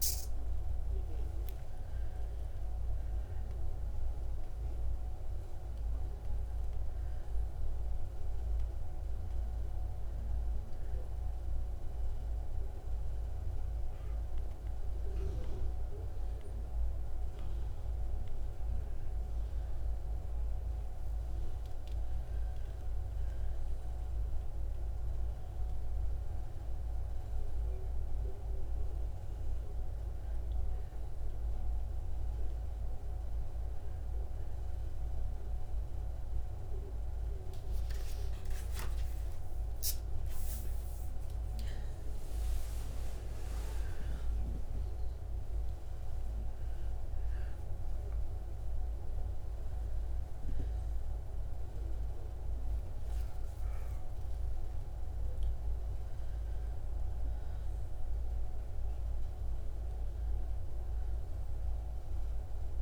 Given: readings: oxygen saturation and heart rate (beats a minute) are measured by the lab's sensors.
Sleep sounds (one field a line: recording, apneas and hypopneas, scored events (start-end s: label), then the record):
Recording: a person partly awake in a sleep study, hard to hear, by a room microphone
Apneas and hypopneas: none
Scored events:
22.50-52.50 s: new sleep stage, awake
52.50-62.82 s: new sleep stage, N1 (lightest sleep)
From the record:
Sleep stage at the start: N2 (light sleep)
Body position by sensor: on the back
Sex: female